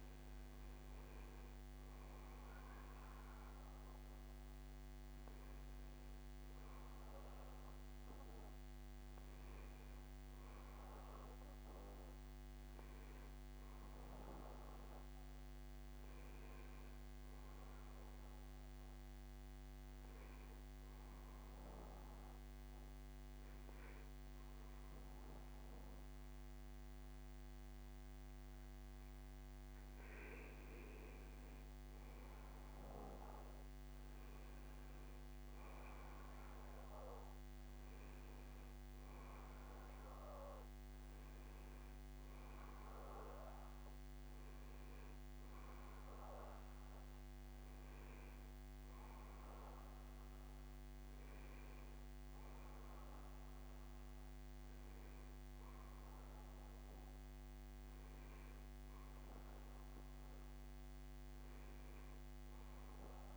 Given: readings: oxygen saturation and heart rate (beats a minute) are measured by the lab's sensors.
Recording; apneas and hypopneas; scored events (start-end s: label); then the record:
breathing in sleep, hard to hear, by a microphone on the trachea; 1
20.00-30.00 s: hypopnea (oxygen 95% before, 90% lowest, heart rate 71 before, 65 extreme, up 2 after)
34.50-38.00 s: arousal
From the record:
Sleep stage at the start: N2 (light sleep); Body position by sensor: on the back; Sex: male